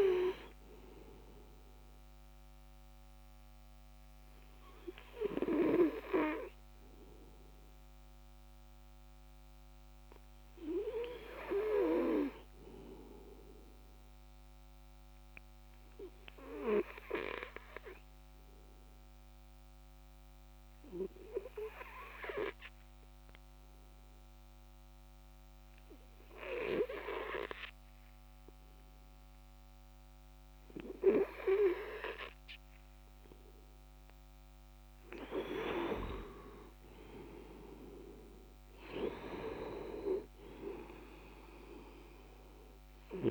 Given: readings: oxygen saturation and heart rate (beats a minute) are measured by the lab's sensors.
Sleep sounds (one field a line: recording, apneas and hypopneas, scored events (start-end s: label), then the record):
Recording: breathing in sleep by a microphone on the trachea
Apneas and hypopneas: 1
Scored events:
4.00-33.50 s: obstructive apnea (oxygen 99% before, 92% lowest, heart rate 162 before, 151 extreme, up 20 after)
35.50-40.00 s: arousal
41.50-43.31 s: oxygen desaturation (device-marked, oxygen 96% before, 92% lowest, heart rate 169 before, 149 extreme)
From the record:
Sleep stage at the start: N2 (light sleep)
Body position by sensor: on the back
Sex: male